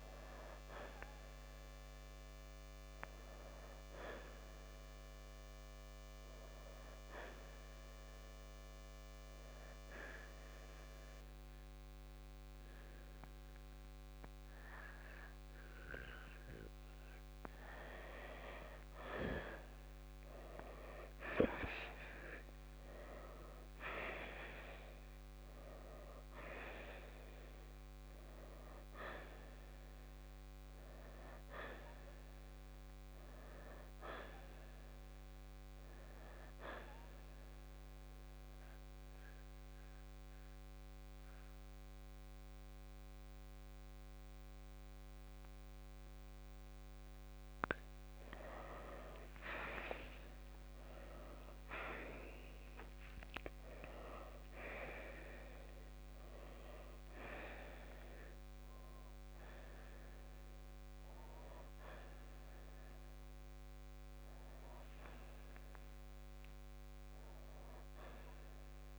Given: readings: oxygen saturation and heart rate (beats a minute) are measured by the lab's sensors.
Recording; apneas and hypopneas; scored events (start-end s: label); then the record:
breathing in sleep by a microphone on the trachea; 2
0.00-11.00 s: oxygen desaturation (device-marked, oxygen 87% lowest, heart rate 59 extreme)
7.50-18.50 s: hypopnea (oxygen 94% before, 84% lowest, heart rate 71 before, 61 extreme, up 7 after)
20.00-24.00 s: arousal
25.00-49.00 s: oxygen desaturation (device-marked, oxygen 93% before, 85% lowest, heart rate 63 before, 56 extreme)
37.00-48.00 s: central apnea (oxygen 93% before, 84% lowest, heart rate 66 before, 56 extreme, up 10 after)
50.00-54.00 s: arousal
63.00-68.99 s: oxygen desaturation (device-marked, oxygen 94% before, 84% lowest, heart rate 63 before, 56 extreme)
From the record:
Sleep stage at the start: N2 (light sleep); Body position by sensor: on the right side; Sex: male